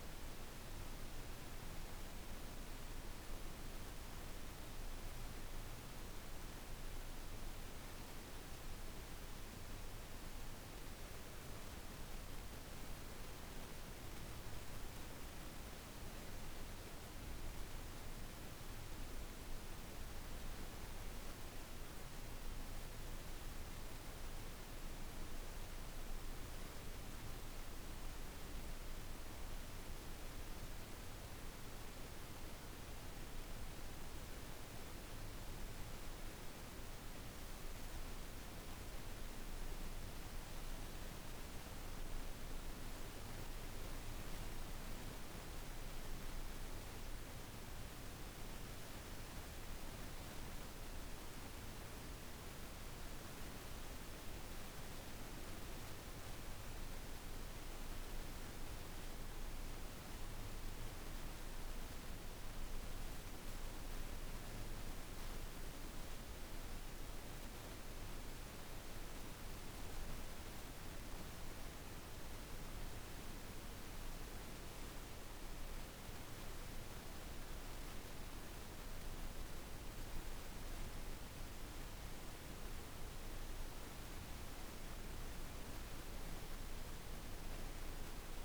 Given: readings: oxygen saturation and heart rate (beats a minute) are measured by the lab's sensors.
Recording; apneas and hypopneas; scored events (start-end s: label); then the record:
a person awake in a sleep study, hard to hear, by a room microphone; none
86.50-88.45 s: new sleep stage, N1 (lightest sleep)
From the record:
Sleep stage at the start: awake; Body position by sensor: on the back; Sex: female